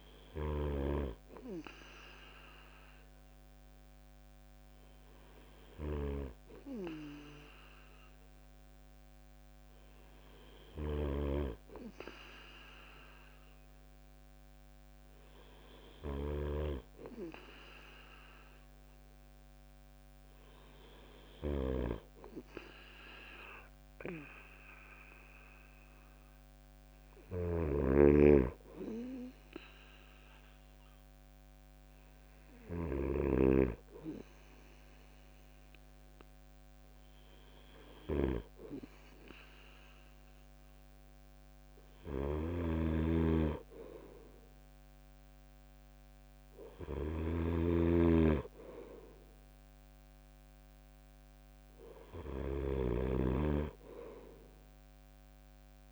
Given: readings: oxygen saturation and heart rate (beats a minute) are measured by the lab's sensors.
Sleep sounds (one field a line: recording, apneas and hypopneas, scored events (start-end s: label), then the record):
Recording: breathing in sleep by a microphone on the trachea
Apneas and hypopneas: none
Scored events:
0.00-55.92 s: snoring (device-marked)
From the record:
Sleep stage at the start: N2 (light sleep)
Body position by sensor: on the right side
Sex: male